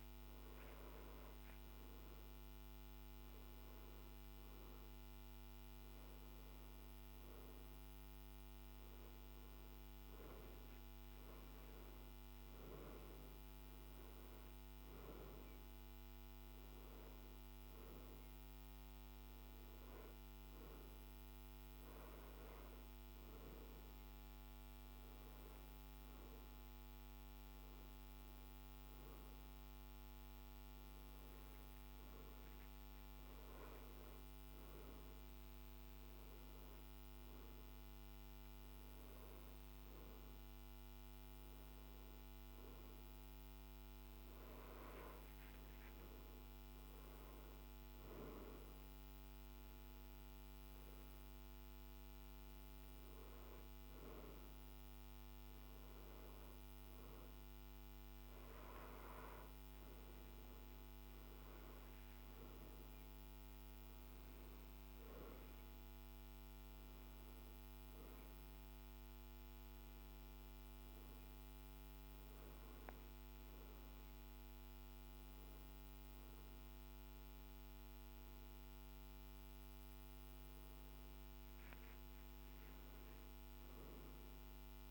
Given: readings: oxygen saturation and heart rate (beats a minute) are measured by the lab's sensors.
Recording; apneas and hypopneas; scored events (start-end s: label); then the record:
breathing in sleep, hard to hear, by a microphone on the trachea; none
none scored
From the record:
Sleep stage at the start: N2 (light sleep); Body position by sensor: on the back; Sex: male